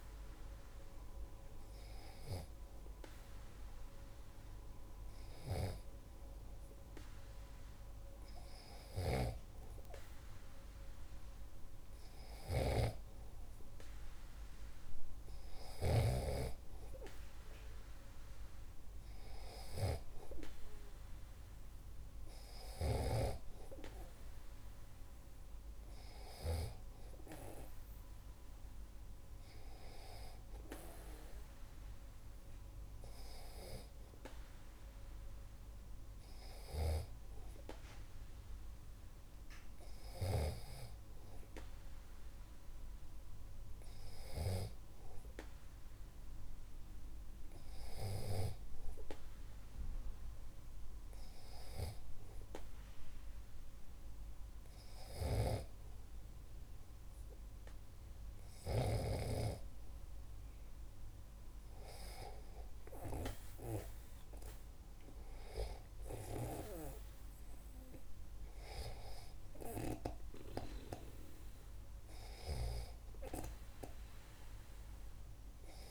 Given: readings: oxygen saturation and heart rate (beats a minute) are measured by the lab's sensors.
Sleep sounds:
breathing in sleep by a room microphone; none
9.00-16.50 s: snoring (device-marked)
From the record:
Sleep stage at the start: N2 (light sleep); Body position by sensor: on the back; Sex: male

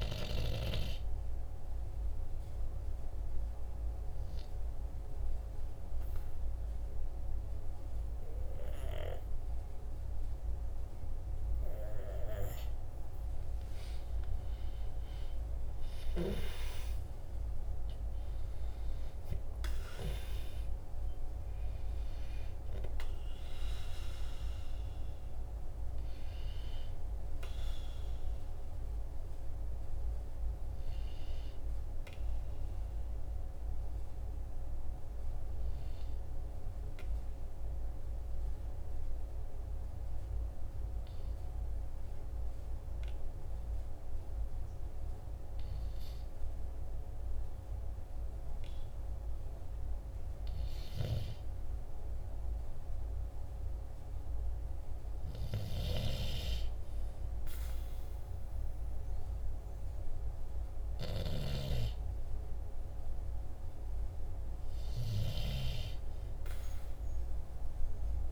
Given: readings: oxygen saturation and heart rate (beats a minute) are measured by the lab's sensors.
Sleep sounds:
breathing in sleep by a room microphone; 2
1.00-12.50 s: obstructive apnea (oxygen 98% before, 94% lowest, heart rate 48 before, 46 extreme, up 4 after)
13.00-17.00 s: arousal
36.50-48.00 s: obstructive apnea (oxygen 95% before, 94% lowest, heart rate 49 before, 46 extreme, up 1 after)
50.00-53.50 s: arousal
From the record:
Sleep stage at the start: N2 (light sleep); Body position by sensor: on the back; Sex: male

